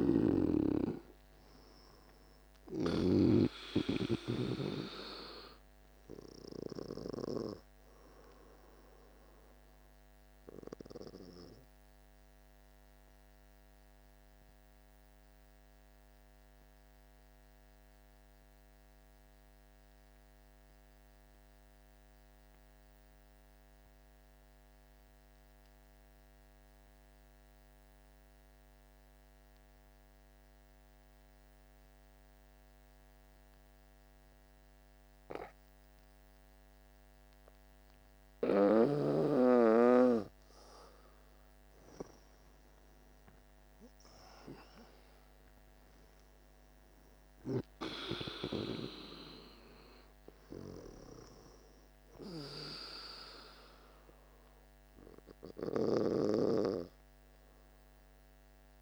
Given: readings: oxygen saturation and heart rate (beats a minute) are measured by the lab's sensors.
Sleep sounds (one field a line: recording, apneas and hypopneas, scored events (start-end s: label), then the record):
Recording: breathing in sleep by a microphone on the trachea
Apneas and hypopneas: 1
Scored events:
0.00-19.00 s: oxygen desaturation (device-marked, oxygen 84% lowest, heart rate 50 extreme)
14.50-37.50 s: obstructive apnea (oxygen 96% before, 85% lowest, heart rate 57 before, 49 extreme, up 10 after)
38.00-58.82 s: oxygen desaturation (device-marked, oxygen 98% before, 85% lowest, heart rate 51 before, 48 extreme)
40.50-45.00 s: arousal
From the record:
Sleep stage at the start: N2 (light sleep)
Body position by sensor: on the back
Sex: male